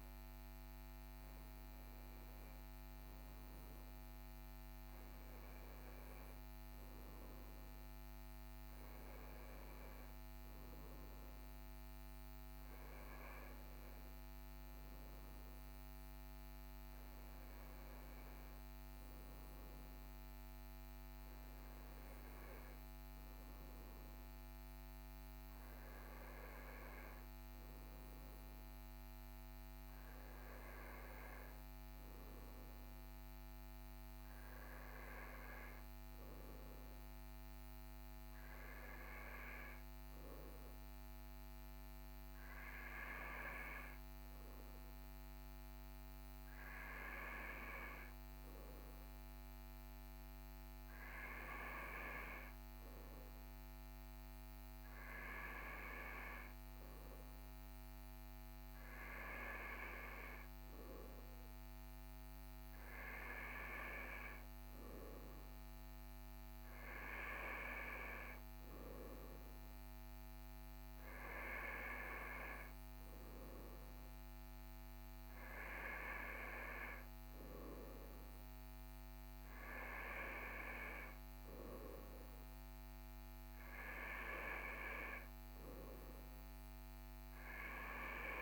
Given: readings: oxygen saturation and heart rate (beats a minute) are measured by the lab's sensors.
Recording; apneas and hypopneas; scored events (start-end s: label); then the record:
a person partly awake in a sleep study, by a microphone on the trachea; 1
19.00-49.00 s: new sleep stage, N1 (lightest sleep)
40.00-58.00 s: hypopnea (oxygen 99% before, 96% lowest, heart rate 43 before, 41 extreme, up 1 after)
49.00-88.42 s: new sleep stage, N2 (light sleep)
61.50-66.00 s: arousal
From the record:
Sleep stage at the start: awake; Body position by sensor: on the right side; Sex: male